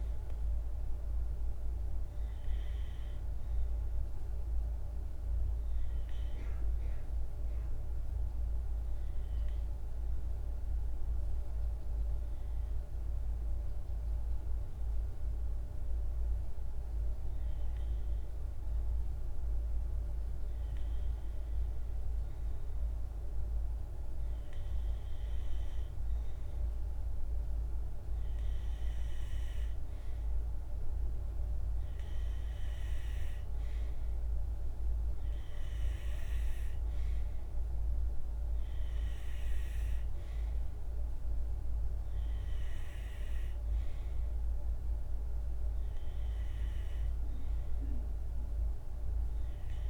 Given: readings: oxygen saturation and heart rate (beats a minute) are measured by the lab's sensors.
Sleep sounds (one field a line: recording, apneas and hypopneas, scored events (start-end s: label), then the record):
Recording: breathing in sleep, hard to hear, by a room microphone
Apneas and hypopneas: 1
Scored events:
0.00-2.50 s: arousal
0.00-4.50 s: oxygen desaturation (device-marked, oxygen 94% lowest, heart rate 51 extreme)
6.00-17.00 s: hypopnea (oxygen 97% before, 94% lowest, heart rate 52 before, 53 extreme, up 3 after)
20.00-23.50 s: arousal
From the record:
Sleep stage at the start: N2 (light sleep)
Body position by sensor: on the right side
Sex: male